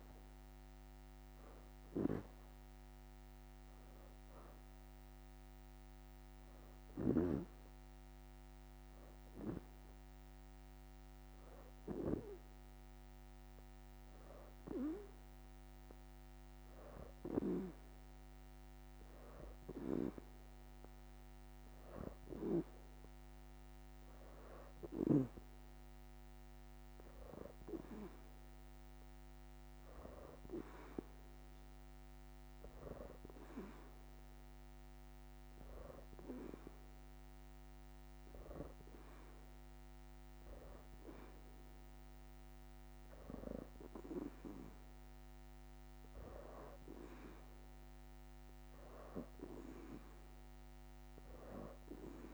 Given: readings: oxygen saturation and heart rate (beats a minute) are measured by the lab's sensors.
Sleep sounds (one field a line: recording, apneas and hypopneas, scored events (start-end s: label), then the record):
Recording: breathing in sleep by a microphone on the trachea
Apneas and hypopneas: none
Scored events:
3.50-5.50 s: leg movement (device-marked)
11.50-13.00 s: leg movement (device-marked)
24.00-33.00 s: oxygen desaturation (device-marked, oxygen 92% before, 87% lowest, heart rate 82 before, 82 extreme)
From the record:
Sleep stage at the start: N2 (light sleep)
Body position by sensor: on the back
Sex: female